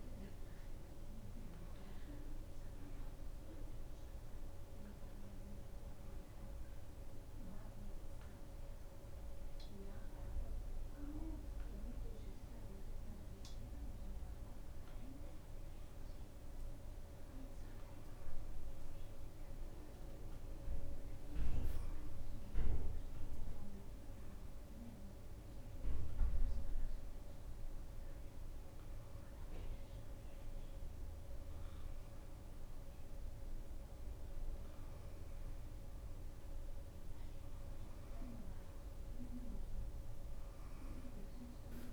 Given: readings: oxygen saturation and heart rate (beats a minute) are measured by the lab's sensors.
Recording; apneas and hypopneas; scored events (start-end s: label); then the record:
a person awake in a sleep study, by a room microphone; none
none scored
From the record:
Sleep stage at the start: awake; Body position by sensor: upright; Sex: female